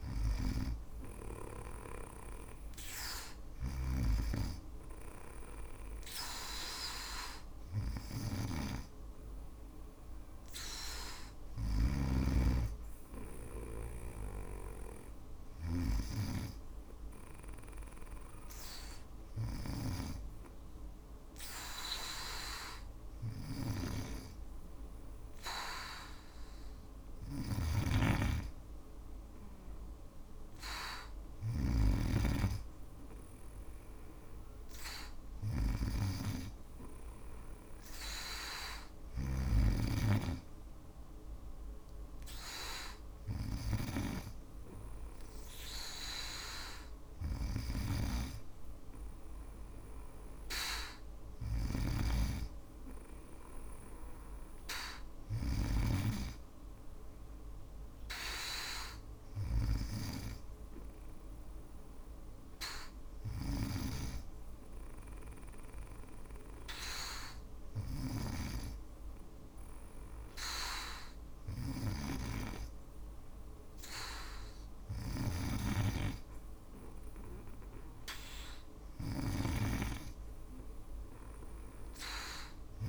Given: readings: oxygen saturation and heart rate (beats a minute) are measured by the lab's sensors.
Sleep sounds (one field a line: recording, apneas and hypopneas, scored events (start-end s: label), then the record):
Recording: breathing in sleep by a room microphone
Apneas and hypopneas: none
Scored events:
0.00-38.50 s: snoring (device-marked)
50.50-55.00 s: snoring (device-marked)
62.50-82.89 s: snoring (device-marked)
From the record:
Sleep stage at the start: N2 (light sleep)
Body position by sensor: on the back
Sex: female